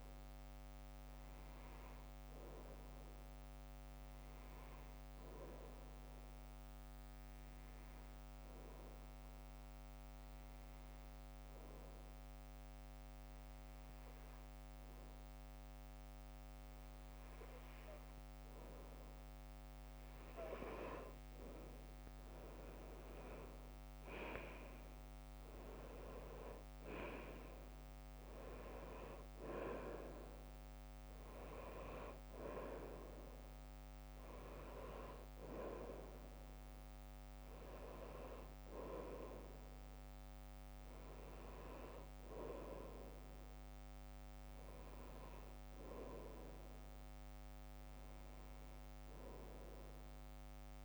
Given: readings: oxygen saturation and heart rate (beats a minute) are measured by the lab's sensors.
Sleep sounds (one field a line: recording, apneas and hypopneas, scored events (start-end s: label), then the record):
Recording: breathing in sleep by a microphone on the trachea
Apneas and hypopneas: 1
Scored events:
0.00-8.50 s: oxygen desaturation (device-marked, oxygen 94% lowest, heart rate 55 extreme)
6.00-19.50 s: hypopnea (oxygen 99% before, 94% lowest, heart rate 59 before, 53 extreme, up 7 after)
22.00-26.00 s: arousal
25.50-35.50 s: oxygen desaturation (device-marked, oxygen 98% before, 94% lowest, heart rate 59 before, 53 extreme)
From the record:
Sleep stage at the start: N2 (light sleep)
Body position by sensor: on the back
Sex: female